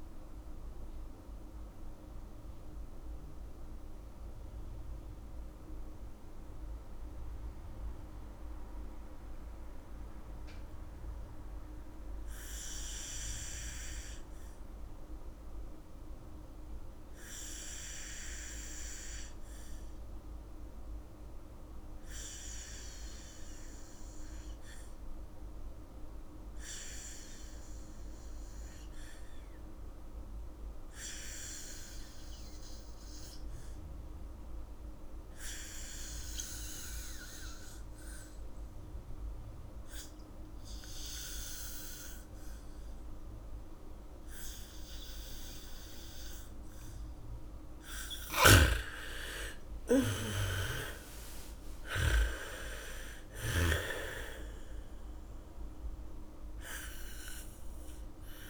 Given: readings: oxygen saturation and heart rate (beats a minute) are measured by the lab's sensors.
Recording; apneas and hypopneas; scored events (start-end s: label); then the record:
breathing in sleep by a room microphone; 1
0.00-19.50 s: oxygen desaturation (device-marked, oxygen 79% lowest, heart rate 55 extreme)
0.50-48.50 s: mixed apnea (oxygen 96% before, 77% lowest, heart rate 60 before, 44 extreme, up 5 after)
32.50-58.50 s: oxygen desaturation (device-marked, oxygen 98% before, 79% lowest, heart rate 74 before, 30 extreme)
36.50-42.50 s: bradycardia (device-marked, heart rate 71 before, 55 extreme)
47.50-54.50 s: bradycardia (device-marked, heart rate 70 before, 44 extreme)
49.50-53.50 s: arousal
From the record:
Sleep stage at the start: N2 (light sleep); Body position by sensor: on the back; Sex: female